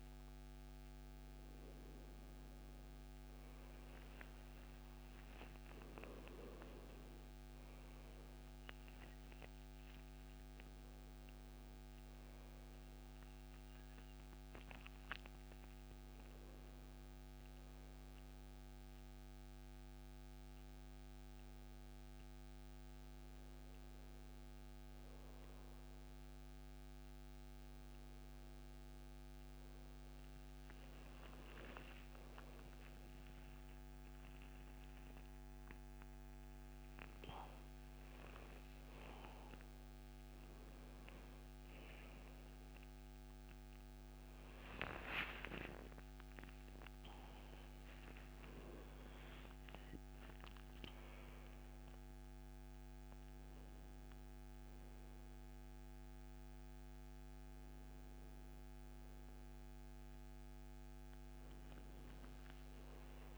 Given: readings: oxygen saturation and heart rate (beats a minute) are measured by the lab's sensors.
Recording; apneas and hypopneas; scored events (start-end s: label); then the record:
a person partly awake in a sleep study, hard to hear, by a microphone on the trachea; none
36.50-63.38 s: new sleep stage, awake
From the record:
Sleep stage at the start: N1 (lightest sleep); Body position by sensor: on the back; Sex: male